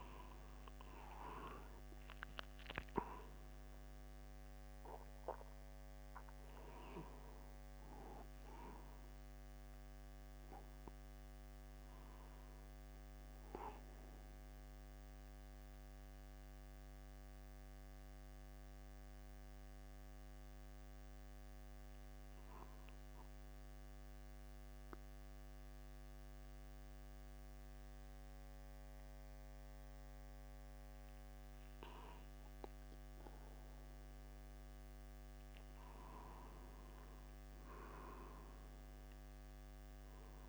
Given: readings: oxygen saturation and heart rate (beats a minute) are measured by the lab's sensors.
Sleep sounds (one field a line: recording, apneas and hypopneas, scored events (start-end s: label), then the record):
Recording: breathing in sleep by a microphone on the trachea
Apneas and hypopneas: 1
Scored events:
3.00-7.50 s: arousal
25.00-36.00 s: mixed apnea (oxygen 95% before, 94% lowest, heart rate 51 before, 49 extreme, up 1 after)
38.50-40.49 s: arousal
From the record:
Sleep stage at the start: N2 (light sleep)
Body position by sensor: upright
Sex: male